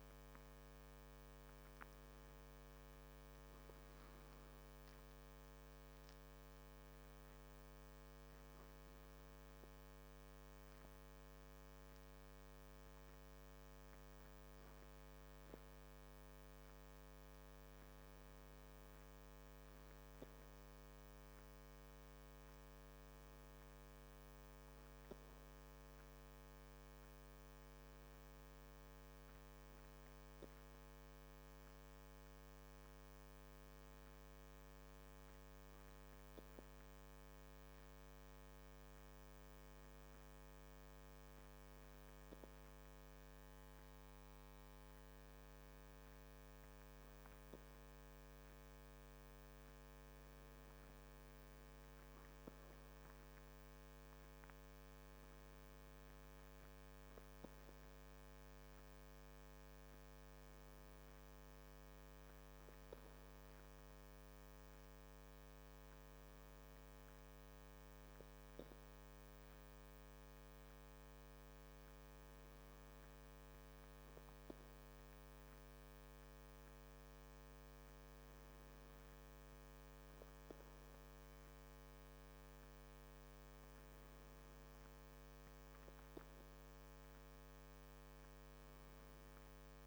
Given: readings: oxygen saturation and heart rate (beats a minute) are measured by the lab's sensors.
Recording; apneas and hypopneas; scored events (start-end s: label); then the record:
breathing in sleep, hard to hear, by a microphone on the trachea; none
2.50-7.00 s: arousal
From the record:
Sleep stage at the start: N2 (light sleep); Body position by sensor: on the back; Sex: male